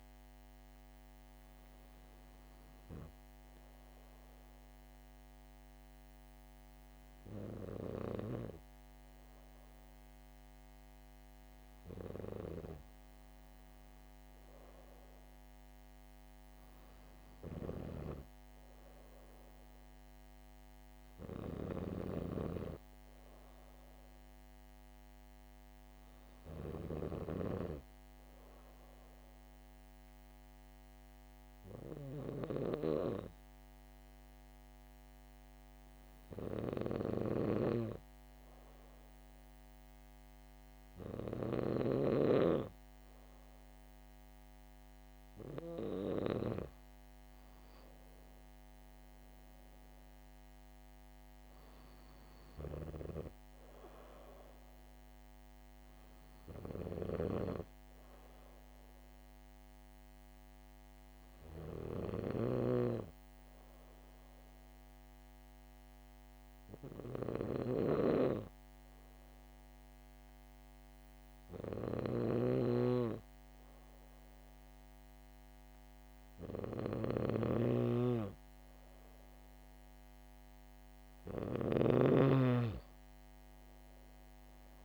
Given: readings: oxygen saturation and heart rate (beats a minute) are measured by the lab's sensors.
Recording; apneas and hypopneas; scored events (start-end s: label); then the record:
breathing in sleep by a microphone on the trachea; 2
27.50-43.00 s: hypopnea (oxygen 98% before, 95% lowest, heart rate 66 before, 62 extreme, up 2 after)
47.50-51.50 s: arousal
61.00-77.00 s: hypopnea (oxygen 97% before, 95% lowest, heart rate 65 before, 66 extreme, up 2 after)
62.00-82.00 s: snoring (device-marked)
83.50-84.85 s: arousal
From the record:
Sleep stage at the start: N2 (light sleep); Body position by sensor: on the back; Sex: female